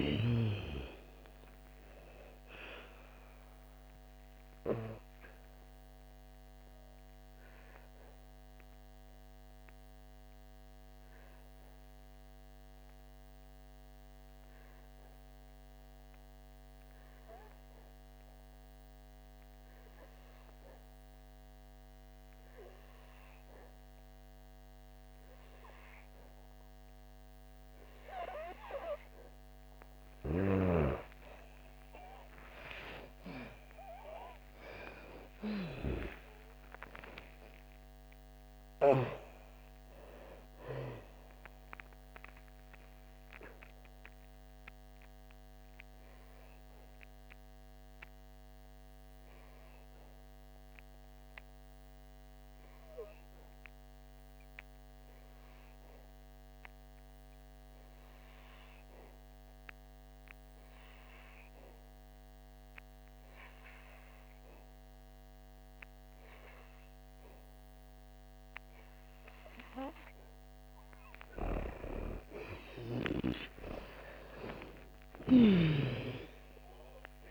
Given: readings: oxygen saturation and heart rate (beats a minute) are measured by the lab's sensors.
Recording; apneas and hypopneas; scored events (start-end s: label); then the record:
breathing in sleep by a microphone on the trachea; 2
0.00-24.00 s: oxygen desaturation (device-marked, oxygen 88% lowest, heart rate 56 extreme)
5.50-30.00 s: obstructive apnea (oxygen 98% before, 88% lowest, heart rate 66 before, 54 extreme, up 10 after)
31.50-37.50 s: arousal
35.00-66.00 s: oxygen desaturation (device-marked, oxygen 98% before, 88% lowest, heart rate 61 before, 54 extreme)
42.00-71.00 s: obstructive apnea (oxygen 98% before, 86% lowest, heart rate 65 before, 54 extreme, up 2 after)
68.00-77.31 s: oxygen desaturation (device-marked, oxygen 98% before, 86% lowest, heart rate 57 before, 54 extreme)
72.50-77.31 s: arousal
From the record:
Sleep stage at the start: N2 (light sleep); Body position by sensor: on the back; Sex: female